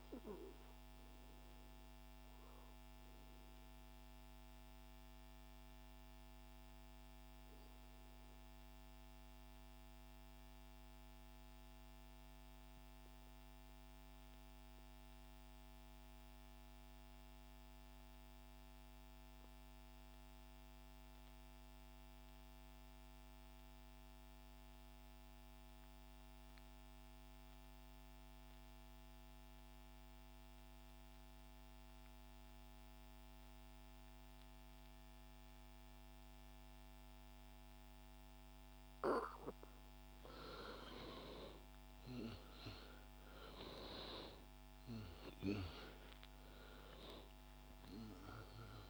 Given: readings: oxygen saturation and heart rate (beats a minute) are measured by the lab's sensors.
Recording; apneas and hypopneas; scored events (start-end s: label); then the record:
breathing in sleep by a microphone on the trachea; 1
0.00-12.00 s: oxygen desaturation (device-marked, oxygen 95% lowest, heart rate 55 extreme)
3.50-38.50 s: mixed apnea (oxygen 99% before, 89% lowest, heart rate 62 before, 55 extreme, up 32 after)
24.00-48.90 s: oxygen desaturation (device-marked, oxygen 98% before, 89% lowest, heart rate 61 before, 60 extreme)
44.50-48.90 s: arousal
From the record:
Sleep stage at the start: N2 (light sleep); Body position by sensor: on the right side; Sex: male